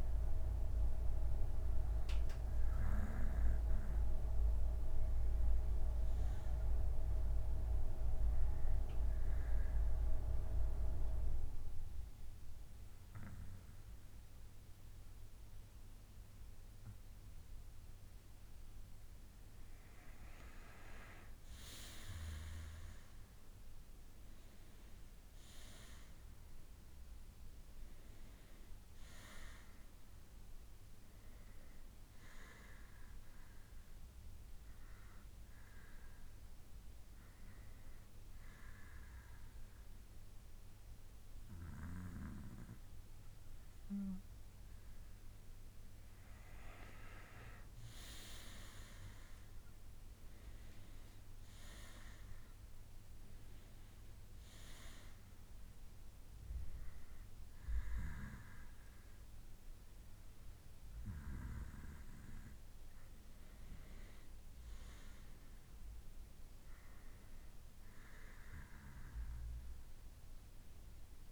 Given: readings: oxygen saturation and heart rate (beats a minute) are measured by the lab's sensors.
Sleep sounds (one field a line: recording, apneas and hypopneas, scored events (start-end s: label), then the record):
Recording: breathing in sleep by a room microphone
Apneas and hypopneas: 2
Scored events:
7.00-19.50 s: obstructive apnea (oxygen 94% before, 89% lowest, heart rate 71 before, 54 extreme, up 11 after)
10.50-12.50 s: bradycardia (device-marked, heart rate 61 before, 63 extreme)
22.00-26.50 s: arousal
26.50-41.50 s: oxygen desaturation (device-marked, oxygen 95% before, 91% lowest, heart rate 63 before, 55 extreme)
33.00-46.00 s: hypopnea (oxygen 95% before, 89% lowest, heart rate 63 before, 55 extreme, up 2 after)
49.00-52.50 s: arousal
52.50-56.50 s: bradycardia (device-marked, heart rate 61 before, 56 extreme)
67.50-71.32 s: bradycardia (device-marked, heart rate 61 before, 59 extreme)
From the record:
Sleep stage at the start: N2 (light sleep)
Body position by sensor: on the back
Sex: male